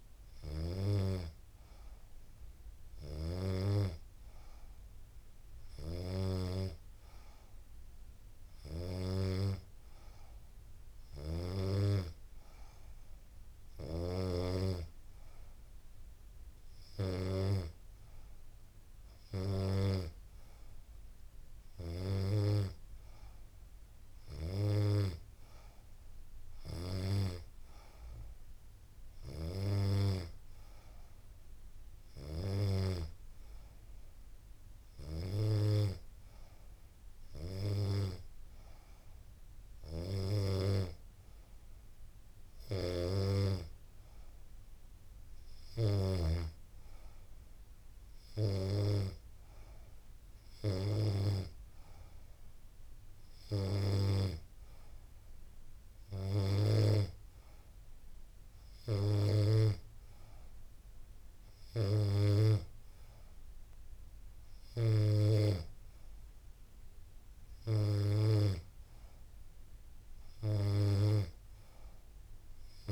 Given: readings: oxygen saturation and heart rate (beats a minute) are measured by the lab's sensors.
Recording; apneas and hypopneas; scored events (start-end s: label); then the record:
breathing in sleep by a room microphone; none
none scored
From the record:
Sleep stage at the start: N2 (light sleep); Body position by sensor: on the back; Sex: female